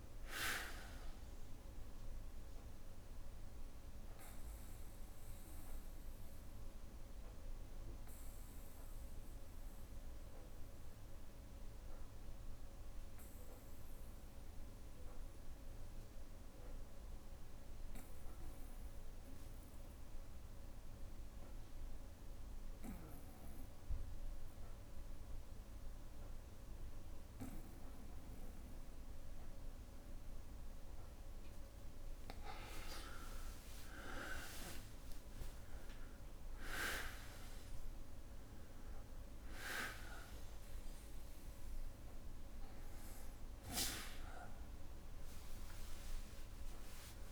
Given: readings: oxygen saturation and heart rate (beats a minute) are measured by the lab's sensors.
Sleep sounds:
breathing in sleep by a room microphone; 1
0.00-16.00 s: oxygen desaturation (device-marked, oxygen 91% lowest, heart rate 60 extreme)
3.00-30.00 s: obstructive apnea (oxygen 99% before, 91% lowest, heart rate 63 before, 60 extreme, up 4 after)
28.00-47.32 s: oxygen desaturation (device-marked, oxygen 99% before, 91% lowest, heart rate 61 before, 60 extreme)
32.50-38.50 s: arousal
From the record:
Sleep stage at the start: N2 (light sleep); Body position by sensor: on the back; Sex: male

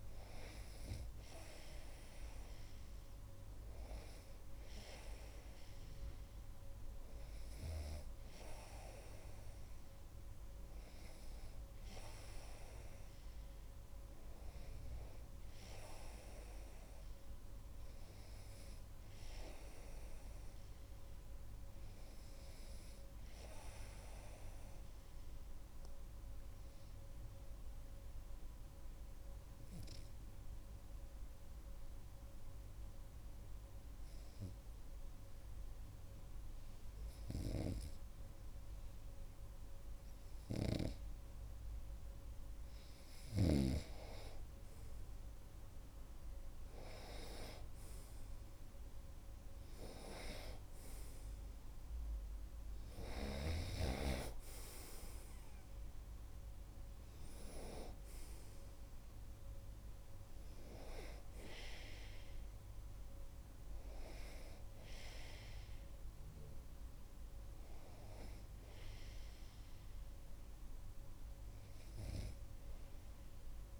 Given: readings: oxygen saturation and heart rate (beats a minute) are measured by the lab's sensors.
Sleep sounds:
breathing in sleep by a room microphone; 1
24.50-40.00 s: obstructive apnea (oxygen 98% before, 95% lowest)
40.50-44.00 s: snoring (device-marked)
45.00-49.50 s: arousal
From the record:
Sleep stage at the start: N2 (light sleep); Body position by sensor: on the right side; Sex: male

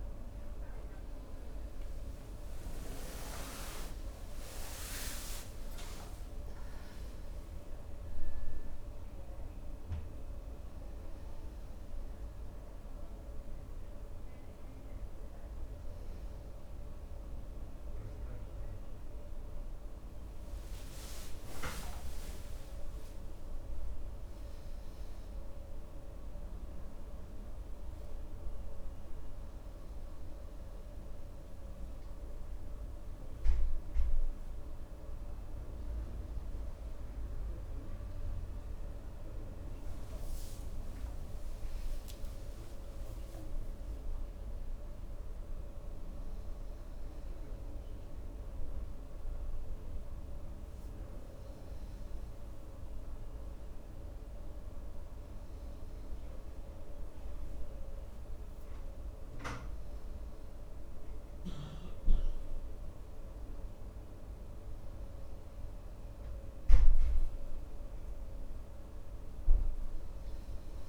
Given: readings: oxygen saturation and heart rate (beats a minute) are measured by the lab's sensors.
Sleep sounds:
breathing in sleep, hard to hear, by a room microphone; none
0.00-20.50 s: oxygen desaturation (device-marked, oxygen 91% lowest, heart rate 61 extreme)
24.50-70.89 s: new sleep stage, N2 (light sleep)
From the record:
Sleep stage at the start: N1 (lightest sleep); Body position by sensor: on the right side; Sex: male

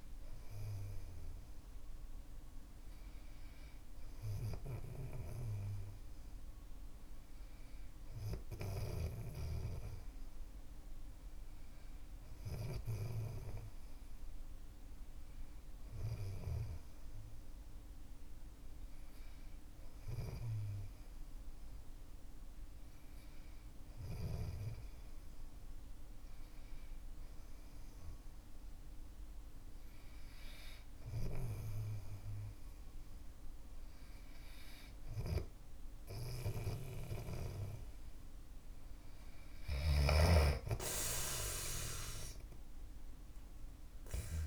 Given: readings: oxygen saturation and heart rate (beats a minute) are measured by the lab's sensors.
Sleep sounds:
breathing in sleep by a room microphone; none
31.00-44.47 s: snoring (device-marked)
From the record:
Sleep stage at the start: N3 (deep sleep); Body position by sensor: on the back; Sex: male

